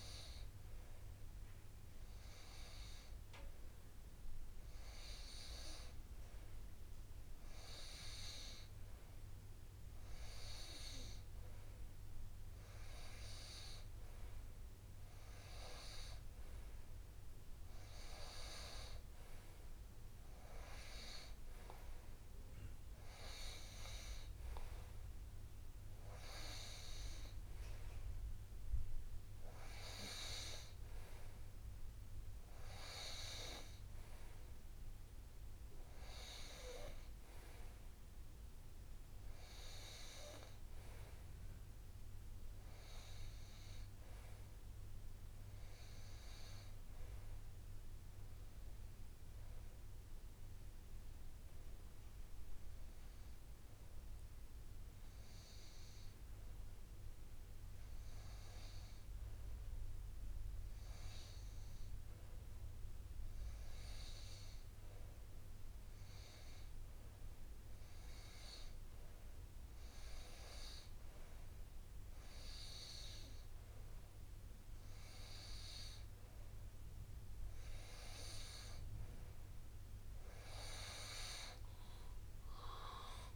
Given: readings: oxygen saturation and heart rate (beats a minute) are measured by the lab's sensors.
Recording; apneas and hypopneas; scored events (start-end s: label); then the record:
breathing in sleep by a room microphone; 1
46.00-49.50 s: arousal
52.00-77.50 s: hypopnea (oxygen 97% before, 94% lowest, heart rate 72 before, 63 extreme, up 13 after)
From the record:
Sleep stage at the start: REM sleep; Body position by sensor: on the right side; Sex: male